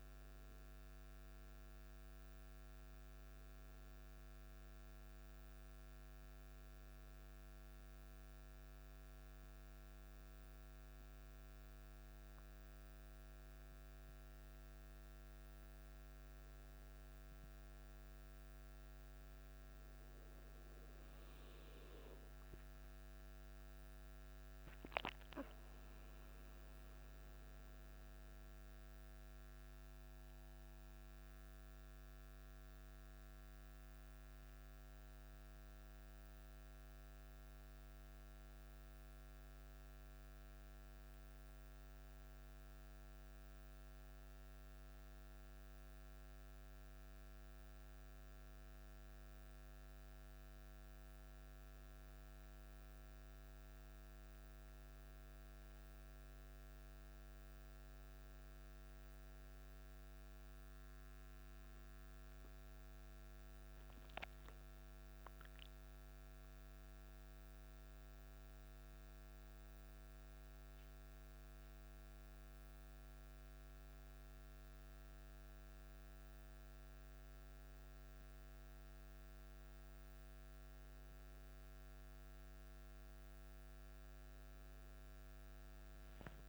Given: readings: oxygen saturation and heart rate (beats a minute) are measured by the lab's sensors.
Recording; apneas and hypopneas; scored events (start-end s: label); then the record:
breathing in sleep, hard to hear, by a microphone on the trachea; none
23.00-27.00 s: arousal
61.50-65.50 s: arousal
From the record:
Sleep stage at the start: N1 (lightest sleep); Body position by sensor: on the back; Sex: male